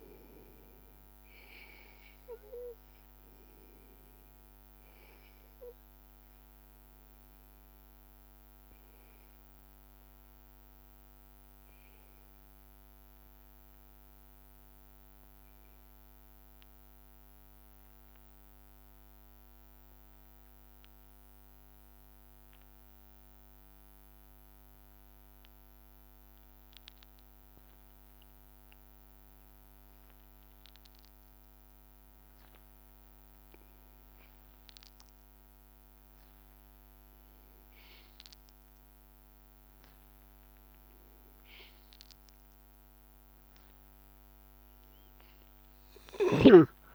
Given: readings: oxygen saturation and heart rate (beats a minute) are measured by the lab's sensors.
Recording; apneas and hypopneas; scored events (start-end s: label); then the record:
breathing in sleep by a microphone on the trachea; 1
0.00-8.50 s: oxygen desaturation (device-marked, oxygen 93% lowest, heart rate 77 extreme)
0.50-30.00 s: obstructive apnea (oxygen 97% before, 93% lowest, heart rate 83 before, 77 extreme, up 4 after)
15.50-17.50 s: long interval between heartbeats (device-marked, heart rate 82 before, 80 extreme)
23.00-25.00 s: long interval between heartbeats (device-marked, heart rate 81 before, 80 extreme)
28.50-30.50 s: long interval between heartbeats (device-marked, heart rate 81 before, 79 extreme)
33.00-38.00 s: arousal
From the record:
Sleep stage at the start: N2 (light sleep); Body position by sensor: on the back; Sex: male